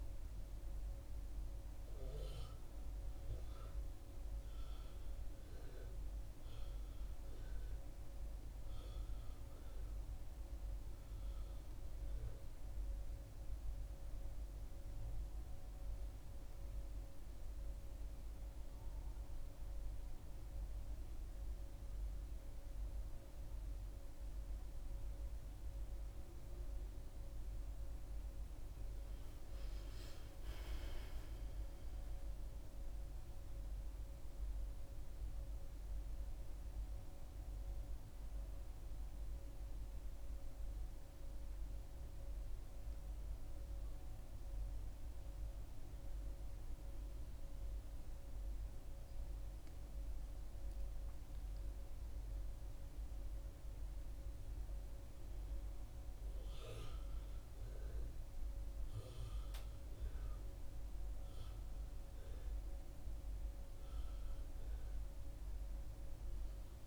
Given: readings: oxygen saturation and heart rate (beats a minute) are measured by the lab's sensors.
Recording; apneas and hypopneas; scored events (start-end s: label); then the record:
breathing in sleep, hard to hear, by a room microphone; none
none scored
From the record:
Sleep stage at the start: N1 (lightest sleep); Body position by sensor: on the back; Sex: female